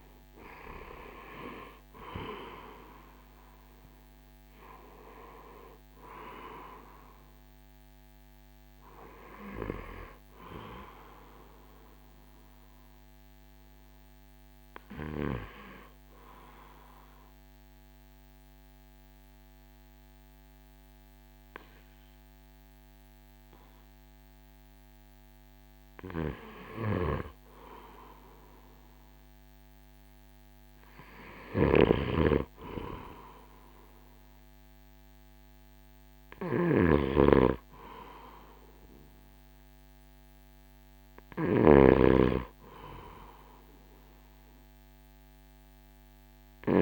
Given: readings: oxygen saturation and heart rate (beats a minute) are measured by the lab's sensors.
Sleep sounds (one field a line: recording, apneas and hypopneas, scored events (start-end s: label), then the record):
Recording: breathing in sleep by a microphone on the trachea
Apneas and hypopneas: 1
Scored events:
0.00-3.00 s: arousal
1.50-27.50 s: oxygen desaturation (device-marked, oxygen 96% before, 91% lowest, heart rate 58 before, 55 extreme)
2.50-17.50 s: drop in pulse transit time (device-marked, heart rate 58 before, 56 extreme)
15.50-26.00 s: obstructive apnea (oxygen 96% before, 91% lowest, heart rate 60 before, 55 extreme, up 2 after)
29.00-33.00 s: arousal
31.00-46.82 s: snoring (device-marked)
35.50-46.82 s: oxygen desaturation (device-marked, oxygen 98% before, 92% lowest, heart rate 56 before, 54 extreme)
From the record:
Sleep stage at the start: N2 (light sleep)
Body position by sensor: on the right side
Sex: male